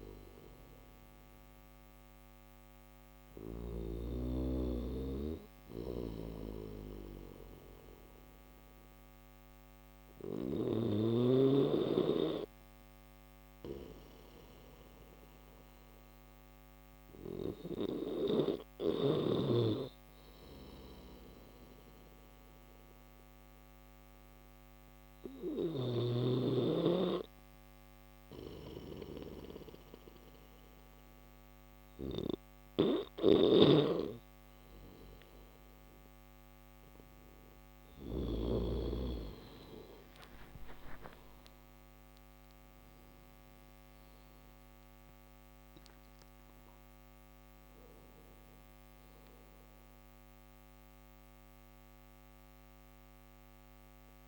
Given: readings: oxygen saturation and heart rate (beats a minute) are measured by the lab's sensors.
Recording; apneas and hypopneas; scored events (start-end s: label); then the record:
breathing in sleep by a microphone on the trachea; none
0.00-2.50 s: snoring (device-marked)
4.50-9.50 s: snoring (device-marked)
32.00-37.00 s: snoring (device-marked)
From the record:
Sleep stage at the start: N1 (lightest sleep); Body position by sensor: on the back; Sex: male